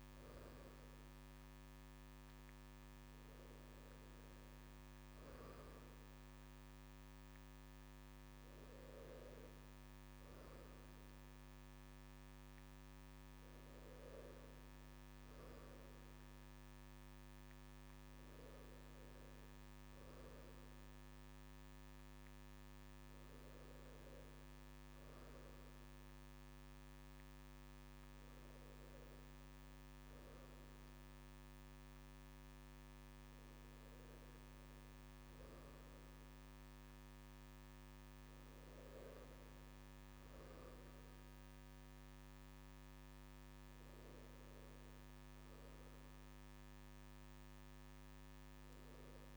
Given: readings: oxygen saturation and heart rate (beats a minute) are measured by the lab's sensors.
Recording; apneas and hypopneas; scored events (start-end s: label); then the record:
a person awake in a sleep study, hard to hear, by a microphone on the trachea; none
none scored
From the record:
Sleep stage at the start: awake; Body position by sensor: on the right side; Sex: male